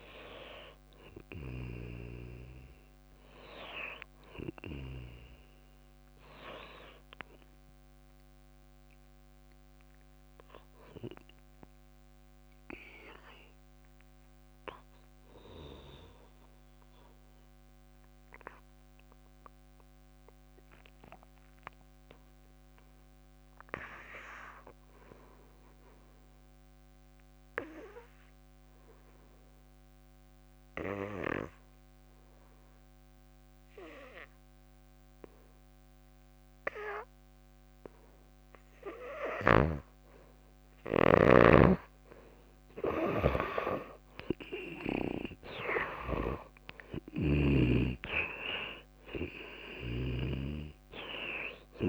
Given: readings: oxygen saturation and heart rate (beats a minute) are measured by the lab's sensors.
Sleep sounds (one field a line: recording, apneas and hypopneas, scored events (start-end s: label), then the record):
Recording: breathing in sleep by a microphone on the trachea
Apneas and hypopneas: 1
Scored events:
0.00-13.50 s: oxygen desaturation (device-marked, oxygen 74% lowest, heart rate 55 extreme)
10.00-39.50 s: obstructive apnea (oxygen 97% before, 77% lowest, heart rate 66 before, 56 extreme, up 10 after)
33.50-51.88 s: oxygen desaturation (device-marked, oxygen 98% before, 80% lowest, heart rate 58 before, 56 extreme)
39.50-50.50 s: snoring (device-marked)
42.00-46.50 s: arousal
From the record:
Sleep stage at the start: N2 (light sleep)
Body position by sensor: on the back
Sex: female